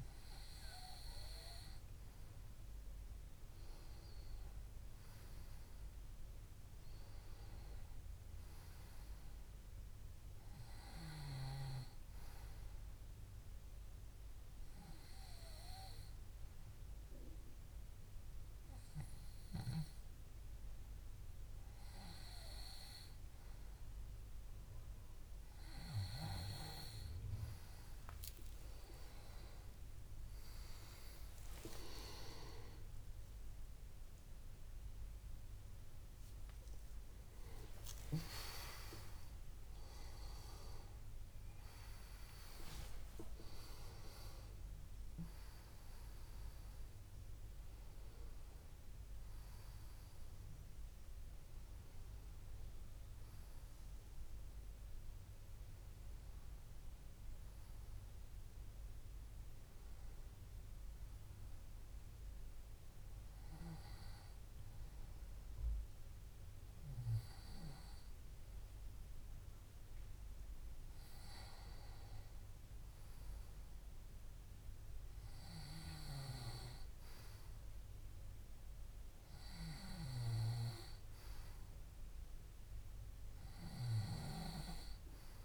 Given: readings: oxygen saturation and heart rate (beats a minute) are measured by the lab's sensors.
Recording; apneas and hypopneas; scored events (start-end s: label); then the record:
a person partly awake in a sleep study, by a room microphone; 1
14.00-25.00 s: hypopnea (oxygen 96% before, 93% lowest, heart rate 69 before, 65 extreme, up 24 after)
27.00-57.00 s: new sleep stage, awake
29.50-31.50 s: long interval between heartbeats (device-marked, heart rate 67 before, 79 extreme)
31.50-33.50 s: long interval between heartbeats (device-marked, heart rate 68 before, 87 extreme)
36.00-54.00 s: oxygen desaturation (device-marked, oxygen 96% before, 93% lowest, heart rate 73 before, 63 extreme)
57.00-85.45 s: new sleep stage, N1 (lightest sleep)
From the record:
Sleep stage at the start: N2 (light sleep); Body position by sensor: on the back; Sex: male